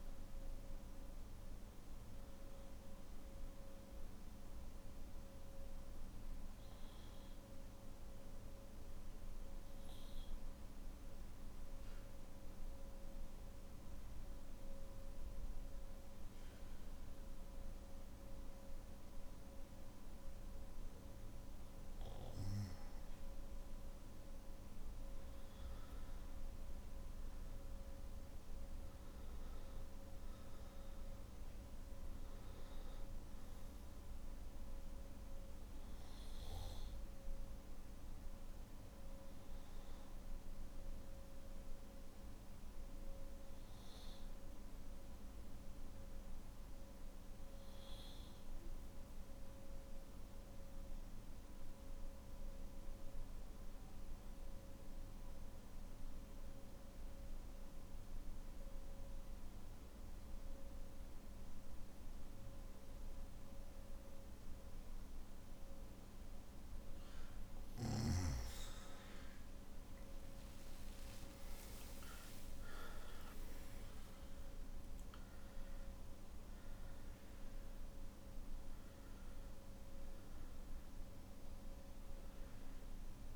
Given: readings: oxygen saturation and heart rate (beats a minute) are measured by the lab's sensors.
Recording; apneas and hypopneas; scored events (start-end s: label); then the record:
breathing in sleep, hard to hear, by a room microphone; 2
0.00-6.00 s: oxygen desaturation (device-marked, oxygen 93% lowest, heart rate 50 extreme)
7.00-20.50 s: obstructive apnea (oxygen 97% before, 89% lowest, heart rate 56 before, 54 extreme, up 7 after)
26.00-48.00 s: oxygen desaturation (device-marked, oxygen 98% before, 93% lowest, heart rate 55 before, 52 extreme)
45.50-65.00 s: obstructive apnea (oxygen 98% before, 89% lowest, heart rate 57 before, 52 extreme, up 20 after)
65.00-83.36 s: oxygen desaturation (device-marked, oxygen 97% before, 89% lowest, heart rate 54 before, 49 extreme)
71.50-73.50 s: long interval between heartbeats (device-marked, heart rate 55 before, 72 extreme)
From the record:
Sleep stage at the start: N1 (lightest sleep); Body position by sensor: on the back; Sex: male